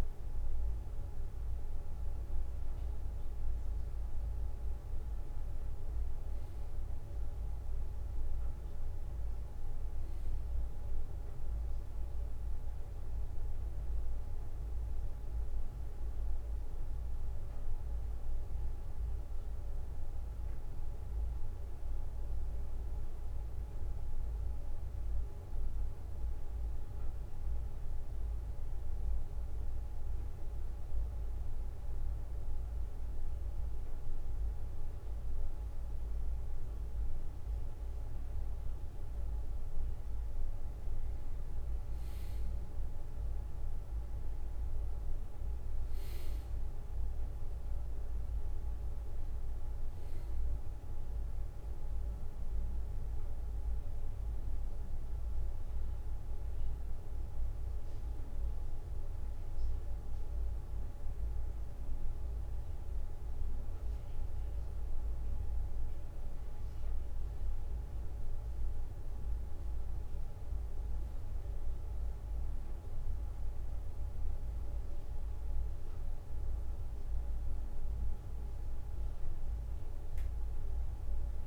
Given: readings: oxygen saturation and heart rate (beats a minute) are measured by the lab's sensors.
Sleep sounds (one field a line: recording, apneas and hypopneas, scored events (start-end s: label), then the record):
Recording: breathing in sleep, hard to hear, by a room microphone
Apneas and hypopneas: 1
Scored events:
16.00-33.00 s: hypopnea (oxygen 96% before, 92% lowest, heart rate 64 before, 62 extreme, up 1 after)
37.50-41.50 s: arousal
46.00-68.00 s: oxygen desaturation (device-marked, oxygen 96% before, 92% lowest, heart rate 63 before, 61 extreme)
71.50-75.50 s: arousal
From the record:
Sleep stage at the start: N2 (light sleep)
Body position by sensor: on the back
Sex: male